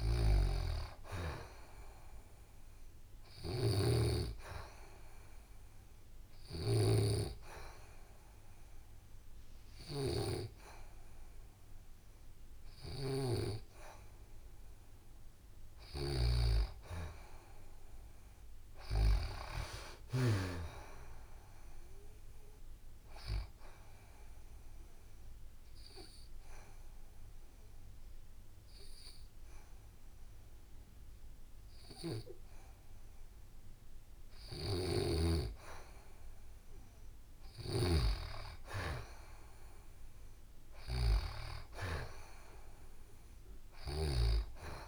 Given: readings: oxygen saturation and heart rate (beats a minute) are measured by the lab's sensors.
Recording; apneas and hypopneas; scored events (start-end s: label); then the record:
breathing in sleep by a room microphone; 2
0.00-1.00 s: arousal
0.00-6.50 s: snoring (device-marked)
2.00-18.00 s: oxygen desaturation (device-marked, oxygen 92% before, 89% lowest, heart rate 71 before, 63 extreme)
4.00-14.50 s: hypopnea (oxygen 93% before, 89% lowest, heart rate 71 before, 63 extreme, up 2 after)
17.50-20.00 s: arousal
19.50-20.00 s: leg movement (device-marked)
23.50-34.50 s: obstructive apnea (oxygen 93% before, 89% lowest, heart rate 70 before, 63 extreme, up 4 after)
24.00-44.88 s: oxygen desaturation (device-marked, oxygen 93% before, 89% lowest, heart rate 70 before, 63 extreme)
34.00-37.50 s: snoring (device-marked)
40.00-43.00 s: arousal
From the record:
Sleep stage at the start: N2 (light sleep); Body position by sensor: on the back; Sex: female